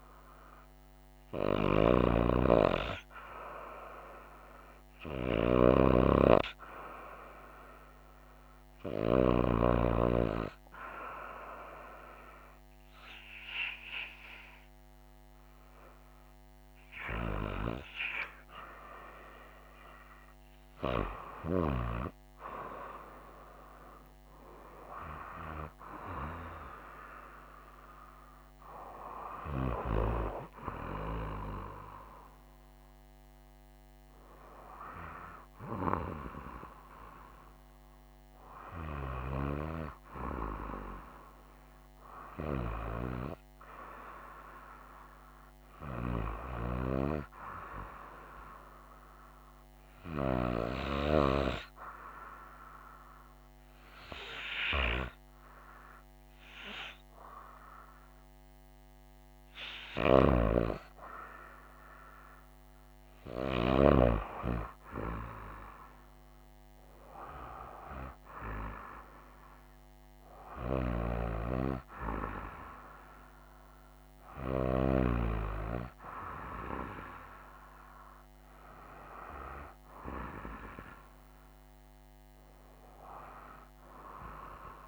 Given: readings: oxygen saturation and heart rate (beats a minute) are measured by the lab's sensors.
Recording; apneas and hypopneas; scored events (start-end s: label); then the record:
breathing in sleep by a microphone on the trachea; 1
31.00-35.50 s: arousal
45.50-84.88 s: new sleep stage, N2 (light sleep)
48.50-60.50 s: hypopnea (oxygen 97% before, 95% lowest, heart rate 65 before, 59 extreme, up 1 after)
63.50-67.50 s: arousal
From the record:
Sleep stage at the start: REM sleep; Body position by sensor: on the right side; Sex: female